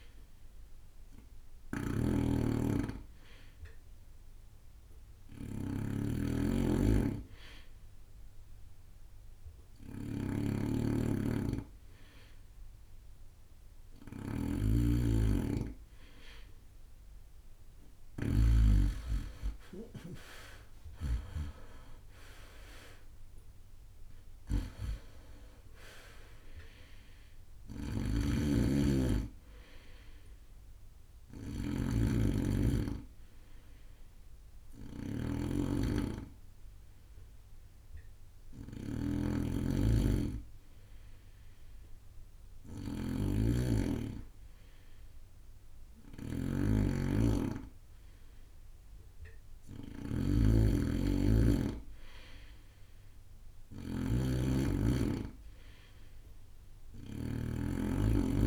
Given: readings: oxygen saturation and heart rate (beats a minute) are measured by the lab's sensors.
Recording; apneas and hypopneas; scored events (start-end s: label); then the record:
breathing in sleep by a room microphone; 1
0.00-6.50 s: oxygen desaturation (device-marked, oxygen 91% lowest)
0.00-58.47 s: snoring (device-marked)
21.50-25.00 s: arousal
25.50-27.50 s: long interval between heartbeats (device-marked)
35.50-47.00 s: hypopnea (oxygen 92% before, 90% lowest)
42.50-52.50 s: bradycardia (device-marked)
51.00-55.50 s: arousal
From the record:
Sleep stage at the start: N2 (light sleep); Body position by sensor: on the right side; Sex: male